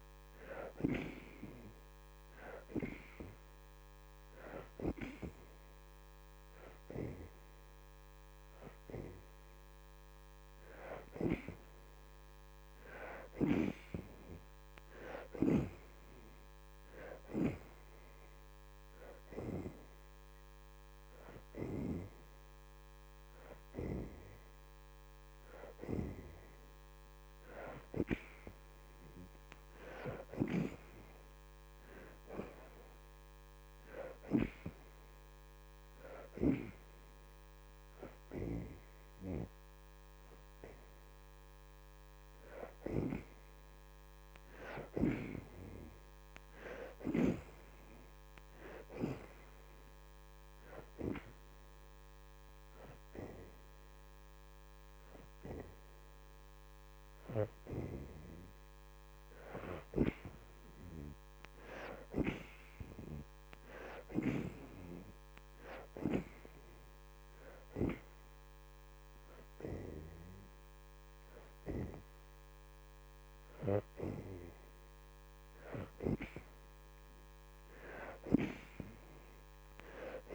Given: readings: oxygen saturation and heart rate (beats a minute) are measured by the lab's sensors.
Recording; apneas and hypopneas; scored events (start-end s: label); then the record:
breathing in sleep by a microphone on the trachea; 1
0.00-2.00 s: oxygen desaturation (device-marked, oxygen 60% lowest, heart rate 84 extreme)
4.00-17.00 s: oxygen desaturation (device-marked, oxygen 69% before, 60% lowest, heart rate 86 before, 82 extreme)
23.00-35.00 s: oxygen desaturation (device-marked, oxygen 71% before, 61% lowest, heart rate 87 before, 82 extreme)
37.00-49.00 s: oxygen desaturation (device-marked, oxygen 70% before, 59% lowest, heart rate 85 before, 82 extreme)
50.00-61.00 s: hypopnea (oxygen 70% before, 60% lowest, heart rate 85 before, 82 extreme, up 5 after)
60.00-64.00 s: oxygen desaturation (device-marked, oxygen 68% before, 60% lowest, heart rate 85 before, 83 extreme)
63.50-67.00 s: arousal
From the record:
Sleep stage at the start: N2 (light sleep); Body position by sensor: on the back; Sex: female